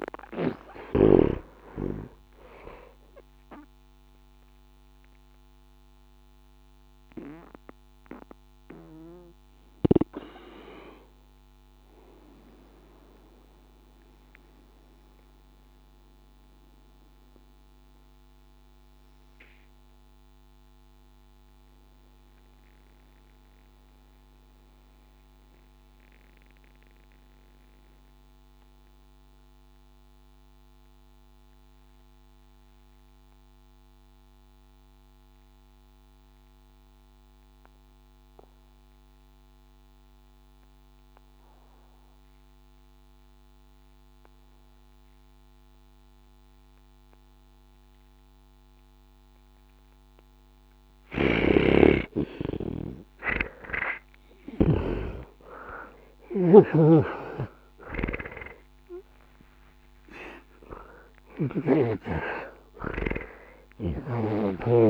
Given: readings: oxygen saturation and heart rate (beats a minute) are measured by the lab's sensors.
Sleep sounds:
breathing in sleep by a microphone on the trachea; 1
0.00-26.00 s: oxygen desaturation (device-marked, oxygen 80% lowest, heart rate 60 extreme)
4.00-52.00 s: obstructive apnea (oxygen 97% before, 79% lowest, heart rate 131 before, 60 extreme)
47.00-62.00 s: oxygen desaturation (device-marked, oxygen 99% before, 93% lowest, heart rate 61 before, 61 extreme)
51.00-54.50 s: snoring (device-marked)
56.50-64.50 s: snoring (device-marked)
57.50-63.00 s: arousal
From the record:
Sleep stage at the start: N2 (light sleep); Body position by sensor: on the back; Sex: male

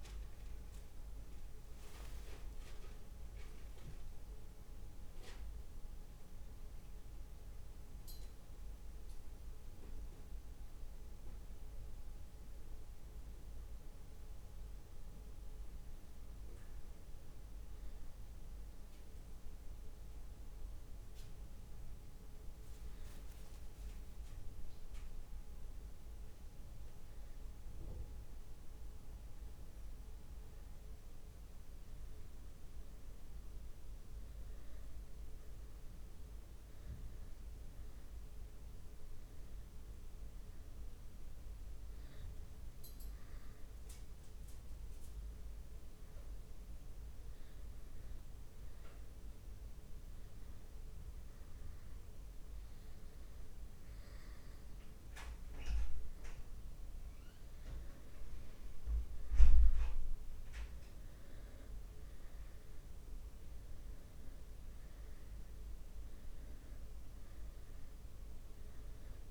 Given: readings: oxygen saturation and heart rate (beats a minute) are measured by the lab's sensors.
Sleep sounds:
breathing in sleep, hard to hear, by a room microphone; 1
0.00-4.00 s: drop in pulse transit time (device-marked, heart rate 37 extreme)
0.00-25.00 s: oxygen desaturation (device-marked, oxygen 93% lowest, heart rate 36 extreme)
2.00-4.00 s: long interval between heartbeats (device-marked, heart rate 44 before, 47 extreme)
8.50-10.50 s: long interval between heartbeats (device-marked, heart rate 43 before, 47 extreme)
18.00-38.00 s: drop in pulse transit time (device-marked, heart rate 50 before, 38 extreme)
21.00-23.00 s: long interval between heartbeats (device-marked, heart rate 52 before, 57 extreme)
33.00-35.00 s: long interval between heartbeats (device-marked, heart rate 54 before, 55 extreme)
39.00-42.50 s: arousal
44.50-46.50 s: long interval between heartbeats (device-marked, heart rate 49 before, 58 extreme)
46.00-58.50 s: hypopnea (oxygen 99% before, 94% lowest, heart rate 50 before, 32 extreme, up 19 after)
46.00-69.31 s: oxygen desaturation (device-marked, oxygen 98% before, 94% lowest, heart rate 50 before, 32 extreme)
54.00-56.00 s: long interval between heartbeats (device-marked, heart rate 43 before, 47 extreme)
58.50-60.50 s: long interval between heartbeats (device-marked, heart rate 43 before, 47 extreme)
62.00-67.50 s: arousal
66.00-69.31 s: drop in pulse transit time (device-marked, heart rate 40 before, 32 extreme)
From the record:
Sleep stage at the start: N2 (light sleep); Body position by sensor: on the back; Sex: male

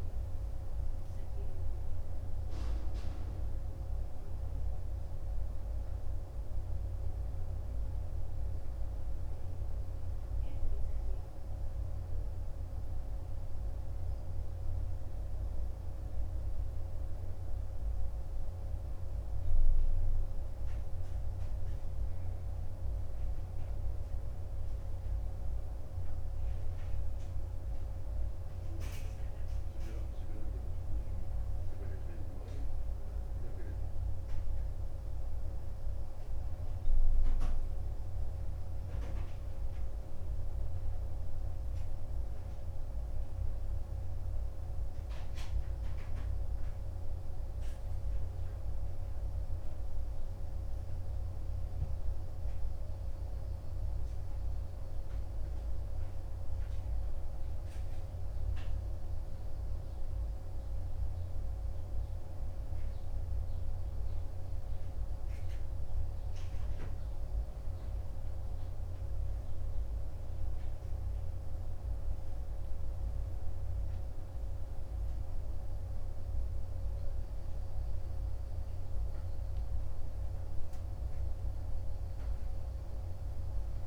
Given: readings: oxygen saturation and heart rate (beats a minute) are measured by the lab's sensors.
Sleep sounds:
breathing in sleep, hard to hear, by a room microphone; none
none scored
From the record:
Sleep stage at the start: N2 (light sleep); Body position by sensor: on the right side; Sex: male

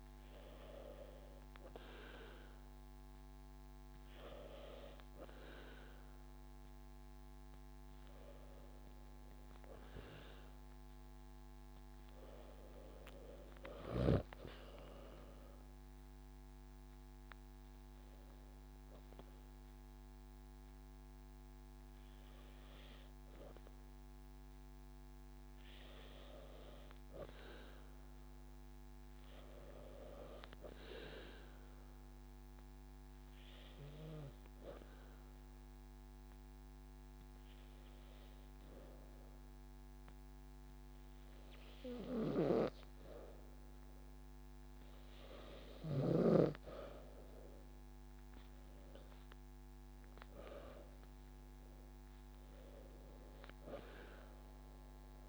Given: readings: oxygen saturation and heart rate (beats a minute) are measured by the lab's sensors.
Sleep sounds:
breathing in sleep by a microphone on the trachea; 1
0.00-2.50 s: oxygen desaturation (device-marked, oxygen 90% lowest)
13.50-17.50 s: drop in pulse transit time (device-marked)
14.00-16.00 s: long interval between heartbeats (device-marked)
22.00-26.00 s: arousal
31.00-33.00 s: long interval between heartbeats (device-marked)
32.00-45.00 s: obstructive apnea (oxygen 96% before, 93% lowest)
37.50-43.50 s: drop in pulse transit time (device-marked)
47.00-51.00 s: arousal
51.00-53.00 s: long interval between heartbeats (device-marked)
From the record:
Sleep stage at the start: N2 (light sleep); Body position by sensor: on the back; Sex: female

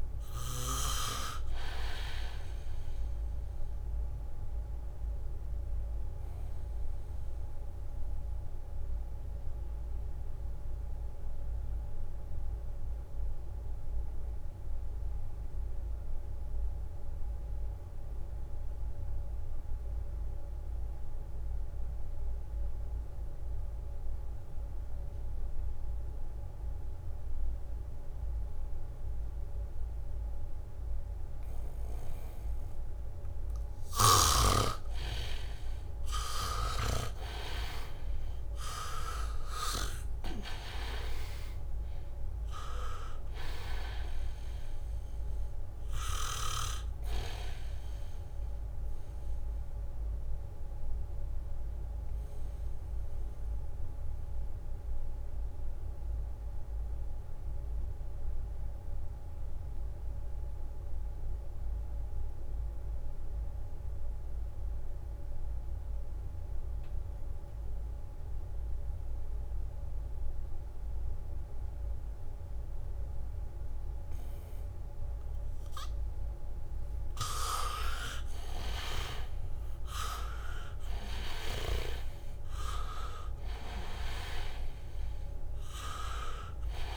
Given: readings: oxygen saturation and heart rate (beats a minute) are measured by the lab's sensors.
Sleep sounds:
breathing in sleep by a room microphone; 2
0.00-19.50 s: oxygen desaturation (device-marked, oxygen 77% lowest, heart rate 64 extreme)
5.00-34.50 s: mixed apnea (oxygen 99% before, 77% lowest, heart rate 69 before, 64 extreme, up 1 after)
25.50-69.50 s: oxygen desaturation (device-marked, oxygen 99% before, 77% lowest, heart rate 73 before, 64 extreme)
38.00-42.00 s: arousal
45.50-47.00 s: leg movement (device-marked)
49.00-76.00 s: mixed apnea (oxygen 99% before, 77% lowest, heart rate 67 before, 68 extreme)
71.00-73.00 s: leg movement (device-marked)
77.50-86.97 s: oxygen desaturation (device-marked, oxygen 99% before, 78% lowest, heart rate 73 before, 64 extreme)
80.50-84.50 s: arousal
From the record:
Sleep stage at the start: N2 (light sleep); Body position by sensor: on the back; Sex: male

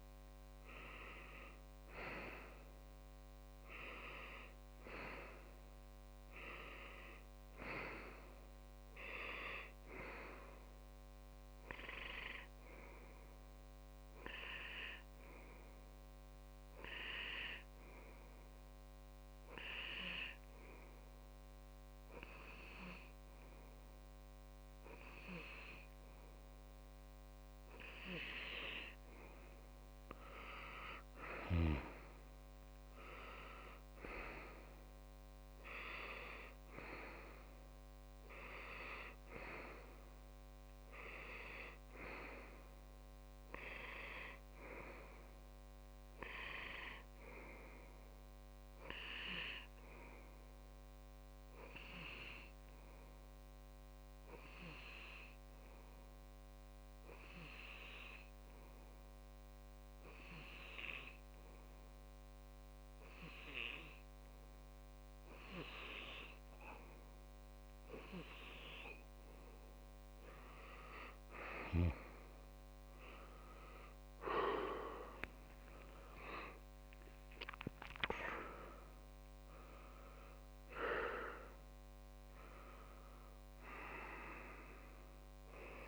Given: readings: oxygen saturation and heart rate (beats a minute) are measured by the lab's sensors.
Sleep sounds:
breathing in sleep by a microphone on the trachea; 2
14.50-27.00 s: hypopnea (oxygen 99% before, 96% lowest)
29.00-33.00 s: arousal
51.00-68.00 s: hypopnea (oxygen 99% before, 96% lowest)
73.50-77.50 s: arousal
From the record:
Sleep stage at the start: N2 (light sleep); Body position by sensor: on the left side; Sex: male

